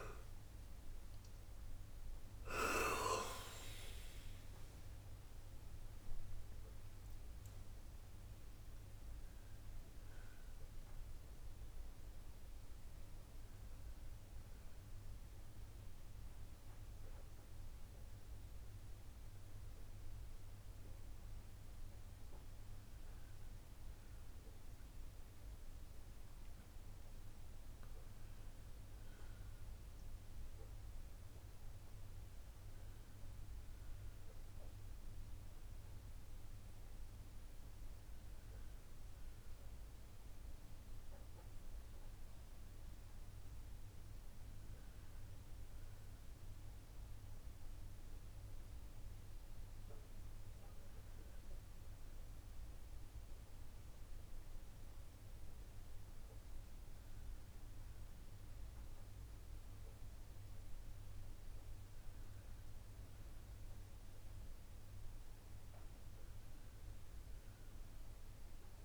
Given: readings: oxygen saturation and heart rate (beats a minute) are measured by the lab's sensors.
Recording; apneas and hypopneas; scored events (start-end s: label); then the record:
a person awake in a sleep study, hard to hear, by a room microphone; none
none scored
From the record:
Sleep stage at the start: awake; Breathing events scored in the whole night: 258 in 4.9 hours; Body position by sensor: on the right side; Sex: male